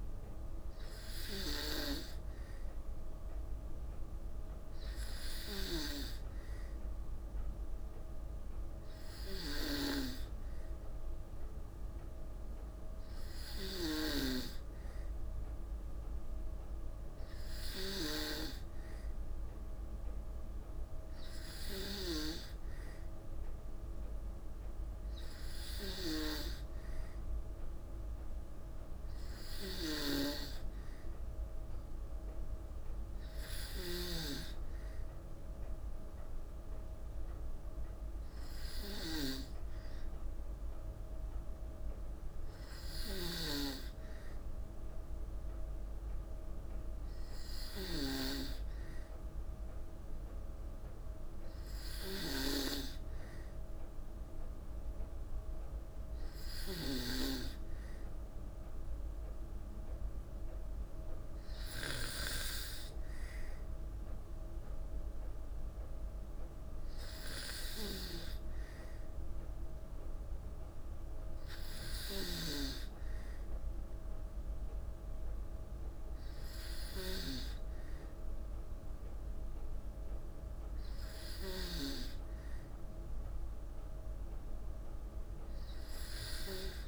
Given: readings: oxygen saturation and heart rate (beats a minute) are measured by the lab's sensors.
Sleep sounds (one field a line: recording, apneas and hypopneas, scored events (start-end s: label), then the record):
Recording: breathing in sleep by a room microphone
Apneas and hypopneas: none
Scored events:
none scored
From the record:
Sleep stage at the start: N2 (light sleep)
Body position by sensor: on the back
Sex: female